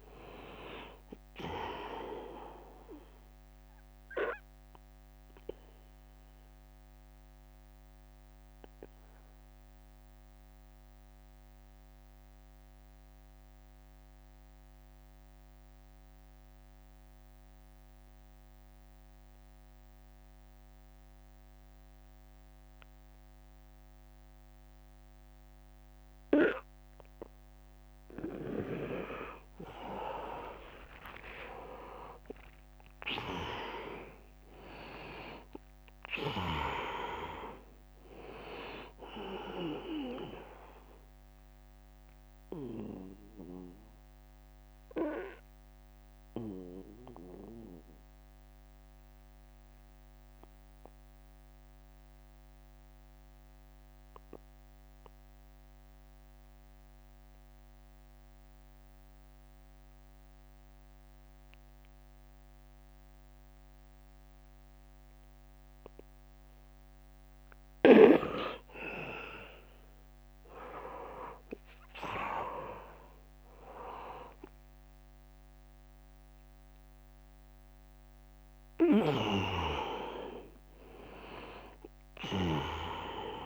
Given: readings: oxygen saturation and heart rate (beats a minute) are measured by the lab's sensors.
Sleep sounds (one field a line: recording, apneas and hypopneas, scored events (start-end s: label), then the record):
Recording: breathing in sleep by a microphone on the trachea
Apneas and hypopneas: 2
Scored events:
0.00-5.00 s: drop in pulse transit time (device-marked, heart rate 67 extreme)
0.00-21.00 s: oxygen desaturation (device-marked, oxygen 79% lowest, heart rate 53 extreme)
3.00-5.00 s: long interval between heartbeats (device-marked, heart rate 67 before, 67 extreme)
3.00-27.00 s: mixed apnea (oxygen 100% before, 79% lowest, heart rate 67 before, 53 extreme, up 11 after)
7.00-9.00 s: long interval between heartbeats (device-marked, heart rate 70 before, 63 extreme)
8.00-14.00 s: bradycardia (device-marked, heart rate 77 before, 53 extreme)
9.00-11.00 s: long interval between heartbeats (device-marked, heart rate 71 before, 64 extreme)
19.50-21.50 s: long interval between heartbeats (device-marked, heart rate 65 before, 75 extreme)
29.50-31.50 s: long interval between heartbeats (device-marked, heart rate 66 before, 76 extreme)
29.50-33.00 s: arousal
31.00-43.00 s: drop in pulse transit time (device-marked, heart rate 67 before, 63 extreme)
31.00-55.00 s: oxygen desaturation (device-marked, oxygen 100% before, 84% lowest, heart rate 67 before, 57 extreme)
38.00-40.00 s: long interval between heartbeats (device-marked, heart rate 71 before, 72 extreme)
40.00-66.00 s: obstructive apnea (oxygen 100% before, 81% lowest, heart rate 71 before, 57 extreme, up 23 after)
46.00-48.00 s: long interval between heartbeats (device-marked, heart rate 73 before, 68 extreme)
50.50-52.50 s: long interval between heartbeats (device-marked, heart rate 71 before, 70 extreme)
62.00-65.00 s: bradycardia (device-marked, heart rate 76 before, 73 extreme)
68.00-71.00 s: arousal
69.00-83.46 s: oxygen desaturation (device-marked, oxygen 100% before, 81% lowest, heart rate 71 before, 66 extreme)
70.00-72.00 s: long interval between heartbeats (device-marked, heart rate 71 before, 70 extreme)
72.00-83.46 s: drop in pulse transit time (device-marked, heart rate 71 before, 68 extreme)
75.50-77.50 s: long interval between heartbeats (device-marked, heart rate 73 before, 77 extreme)
From the record:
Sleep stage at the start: N2 (light sleep)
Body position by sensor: on the back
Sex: male